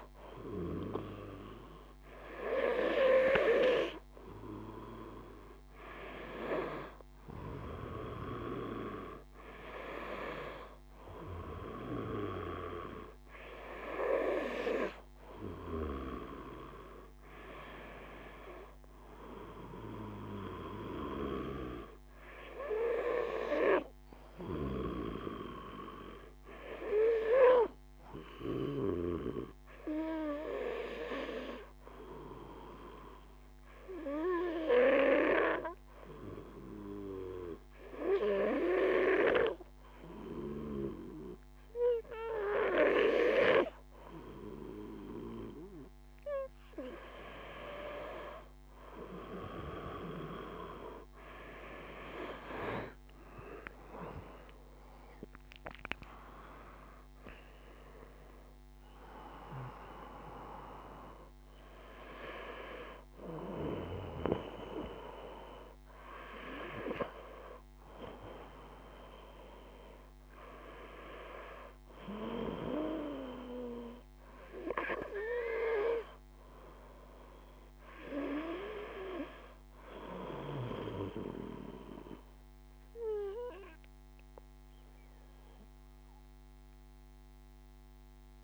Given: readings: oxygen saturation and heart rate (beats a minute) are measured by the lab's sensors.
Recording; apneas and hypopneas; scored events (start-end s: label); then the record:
breathing in sleep by a microphone on the trachea; 1
31.50-46.50 s: hypopnea (oxygen 96% before, 94% lowest, heart rate 53 before, 52 extreme, up 5 after)
49.00-53.50 s: arousal
From the record:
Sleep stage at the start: N2 (light sleep); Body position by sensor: on the back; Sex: male